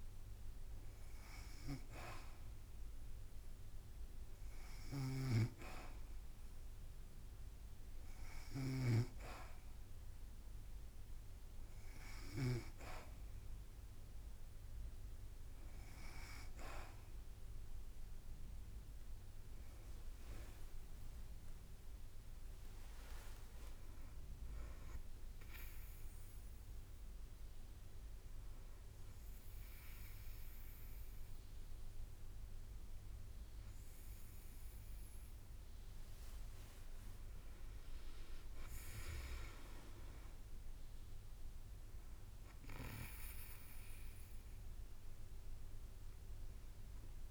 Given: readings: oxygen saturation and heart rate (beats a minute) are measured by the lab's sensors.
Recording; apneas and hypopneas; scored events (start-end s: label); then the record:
breathing in sleep by a room microphone; none
5.00-9.00 s: snoring (device-marked)
22.50-27.00 s: arousal
22.50-32.50 s: drop in pulse transit time (device-marked, heart rate 57 before, 58 extreme)
40.00-44.00 s: arousal
41.50-47.31 s: drop in pulse transit time (device-marked, heart rate 58 before, 55 extreme)
From the record:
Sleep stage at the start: N2 (light sleep); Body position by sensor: on the back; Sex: female